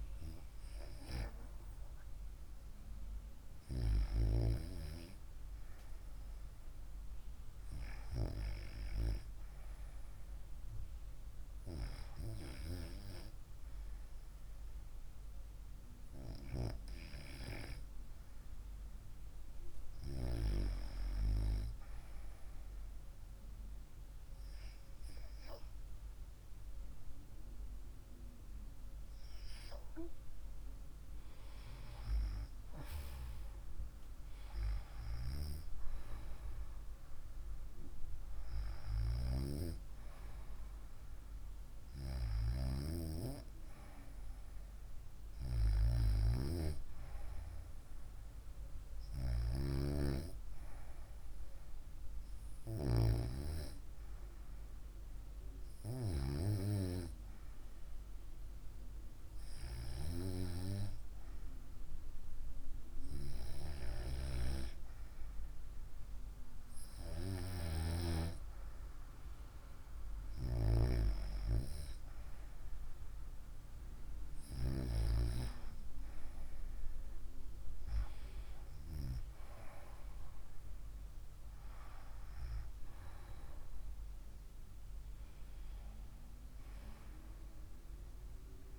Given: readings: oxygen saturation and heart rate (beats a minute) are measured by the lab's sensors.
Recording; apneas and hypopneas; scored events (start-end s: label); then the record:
breathing in sleep by a room microphone; none
32.00-37.00 s: arousal
From the record:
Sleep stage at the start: REM sleep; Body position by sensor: on the right side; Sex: female